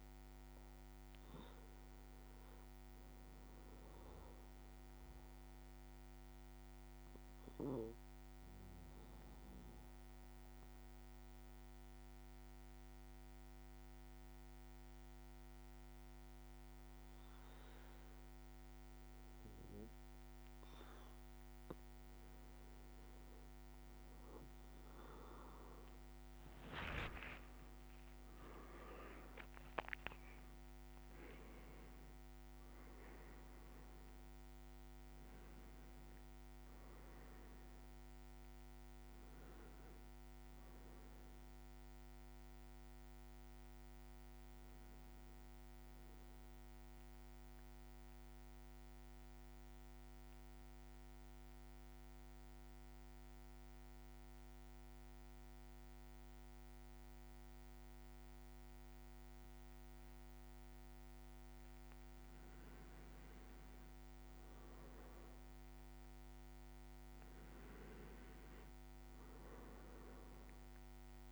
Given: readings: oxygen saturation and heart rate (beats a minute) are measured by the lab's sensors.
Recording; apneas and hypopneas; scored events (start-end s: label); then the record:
breathing in sleep, hard to hear, by a microphone on the trachea; 2
3.50-17.00 s: obstructive apnea (oxygen 98% before, 95% lowest, heart rate 55 before, 53 extreme, up 2 after)
26.00-29.00 s: leg movement (device-marked)
26.50-32.50 s: arousal
47.50-61.00 s: mixed apnea (oxygen 98% before, 95% lowest, heart rate 57 before, 52 extreme, up 4 after)
63.00-68.00 s: arousal
69.50-71.32 s: oxygen desaturation (device-marked, oxygen 99% before, 95% lowest, heart rate 54 before, 52 extreme)
From the record:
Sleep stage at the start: N2 (light sleep); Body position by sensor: on the back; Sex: male